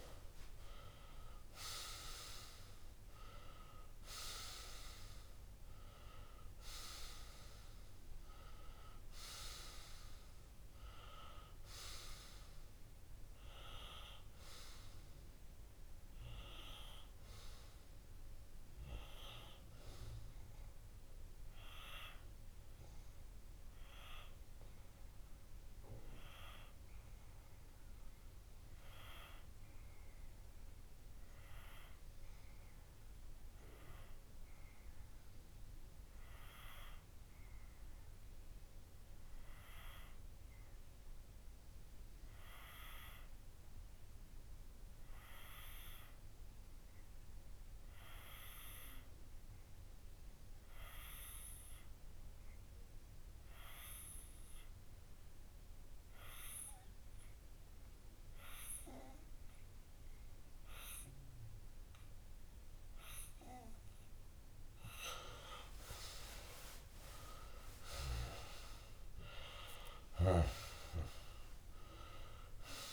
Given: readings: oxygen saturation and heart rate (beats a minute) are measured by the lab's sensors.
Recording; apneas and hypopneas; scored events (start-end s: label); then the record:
breathing in sleep by a room microphone; 1
0.00-7.50 s: oxygen desaturation (device-marked, oxygen 94% lowest)
26.50-64.50 s: obstructive apnea (oxygen 98% before, 95% lowest)
50.50-71.50 s: oxygen desaturation (device-marked, oxygen 98% before, 95% lowest)
66.50-70.00 s: arousal
From the record:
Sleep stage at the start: N2 (light sleep); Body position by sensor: on the left side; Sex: male